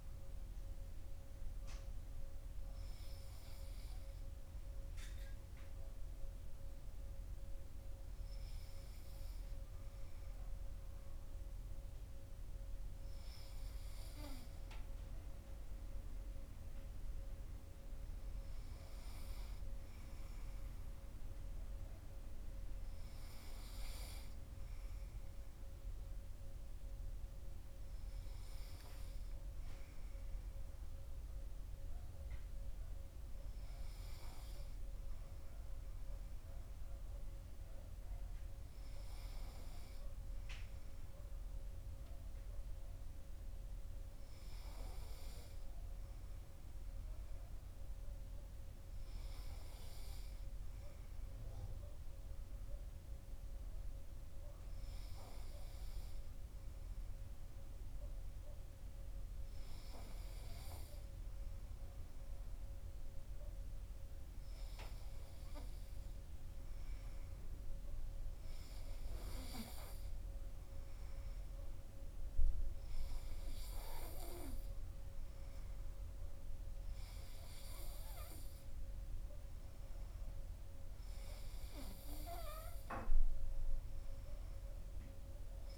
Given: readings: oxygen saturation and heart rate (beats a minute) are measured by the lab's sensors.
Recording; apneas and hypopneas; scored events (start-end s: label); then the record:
breathing in sleep by a room microphone; none
none scored
From the record:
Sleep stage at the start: N2 (light sleep); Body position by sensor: on the right side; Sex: male